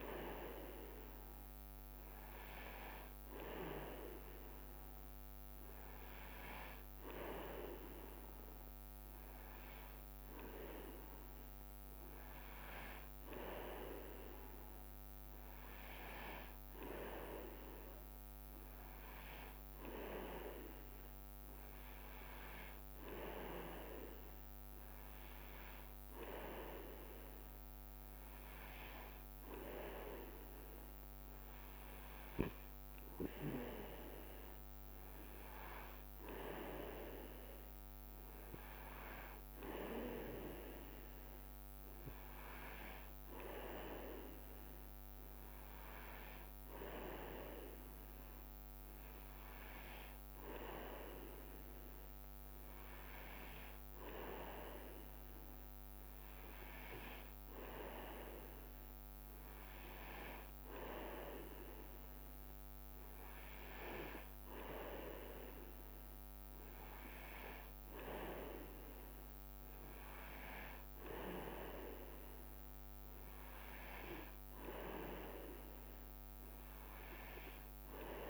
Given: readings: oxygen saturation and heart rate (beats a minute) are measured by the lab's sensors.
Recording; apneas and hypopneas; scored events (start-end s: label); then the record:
breathing in sleep by a microphone on the trachea; none
40.50-42.00 s: leg movement (device-marked)
From the record:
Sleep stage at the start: N2 (light sleep); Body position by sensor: on the back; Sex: male